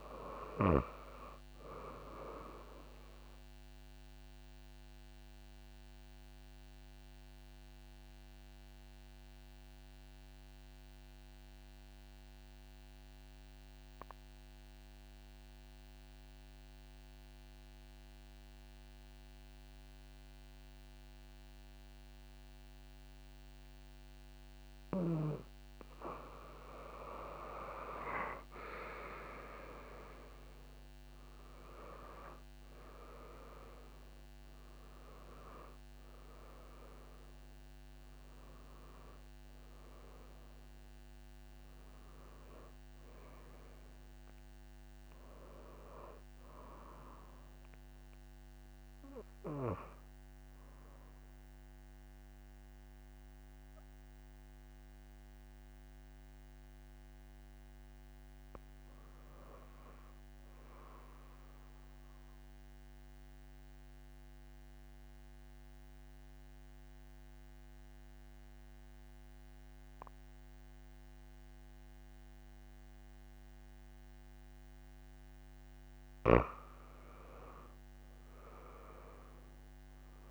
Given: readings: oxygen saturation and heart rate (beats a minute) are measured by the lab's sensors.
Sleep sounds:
breathing in sleep by a microphone on the trachea; 2
1.50-17.50 s: oxygen desaturation (device-marked, oxygen 98% before, 93% lowest)
4.00-26.00 s: obstructive apnea (oxygen 98% before, 90% lowest)
27.50-30.50 s: arousal
30.50-59.50 s: oxygen desaturation (device-marked, oxygen 97% before, 90% lowest)
60.50-75.50 s: obstructive apnea (oxygen 98% before, 91% lowest)
77.00-80.31 s: arousal
From the record:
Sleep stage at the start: N2 (light sleep); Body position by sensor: on the back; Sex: female

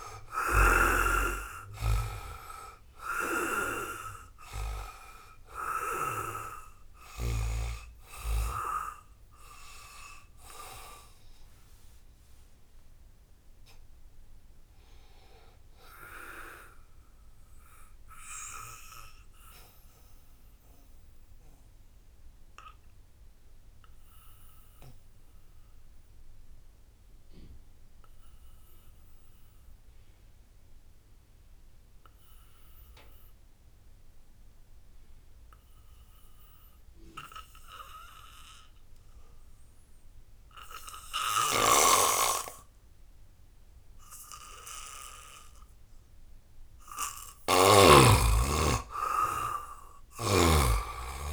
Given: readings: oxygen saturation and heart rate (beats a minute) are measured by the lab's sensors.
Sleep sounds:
breathing in sleep by a room microphone; 1
0.00-2.50 s: arousal
0.00-16.50 s: oxygen desaturation (device-marked, oxygen 72% lowest, heart rate 57 extreme)
16.50-46.50 s: obstructive apnea (oxygen 92% before, 72% lowest, heart rate 77 before, 68 extreme, up 11 after)
36.50-51.33 s: oxygen desaturation (device-marked, oxygen 98% before, 75% lowest, heart rate 80 before, 60 extreme)
41.00-47.50 s: snoring (device-marked)
48.00-51.33 s: arousal
From the record:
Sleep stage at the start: N2 (light sleep); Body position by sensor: on the back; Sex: male

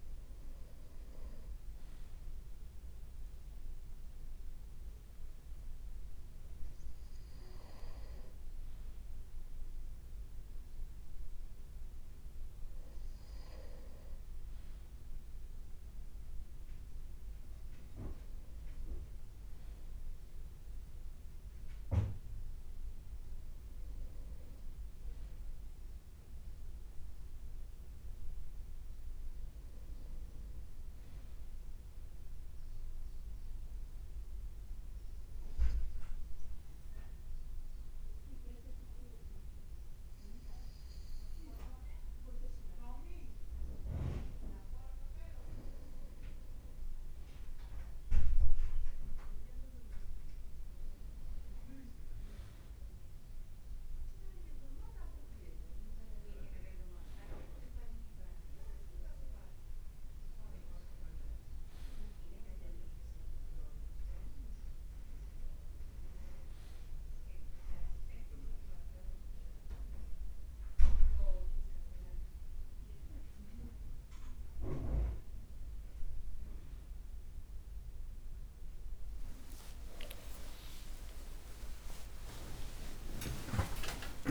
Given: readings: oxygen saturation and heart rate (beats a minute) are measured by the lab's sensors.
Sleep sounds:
breathing in sleep by a room microphone; 1
25.00-29.00 s: arousal
26.50-28.00 s: leg movement (device-marked)
31.50-44.50 s: obstructive apnea (oxygen 97% before, 93% lowest, heart rate 58 before, 56 extreme, up 2 after)
47.00-51.50 s: arousal
60.00-84.31 s: new sleep stage, N1 (lightest sleep)
80.00-84.31 s: arousal
80.00-84.31 s: tachycardia (device-marked, heart rate 59 before, 159 extreme)
80.50-82.50 s: long interval between heartbeats (device-marked, heart rate 60 before, 70 extreme)
From the record:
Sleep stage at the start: N2 (light sleep); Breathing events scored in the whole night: 203 in 4.1 hours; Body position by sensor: on the front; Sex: male

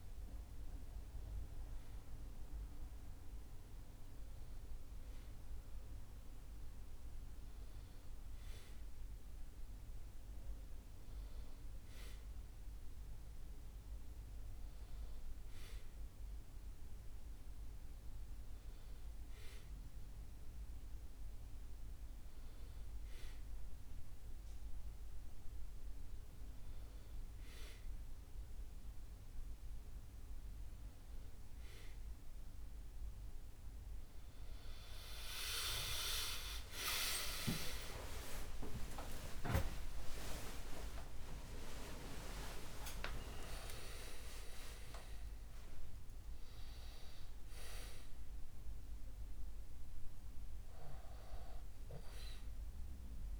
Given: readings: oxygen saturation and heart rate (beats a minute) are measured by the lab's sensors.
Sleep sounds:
a person partly awake in a sleep study, by a room microphone; none
31.50-53.40 s: new sleep stage, awake
From the record:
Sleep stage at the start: N1 (lightest sleep); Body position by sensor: on the back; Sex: male

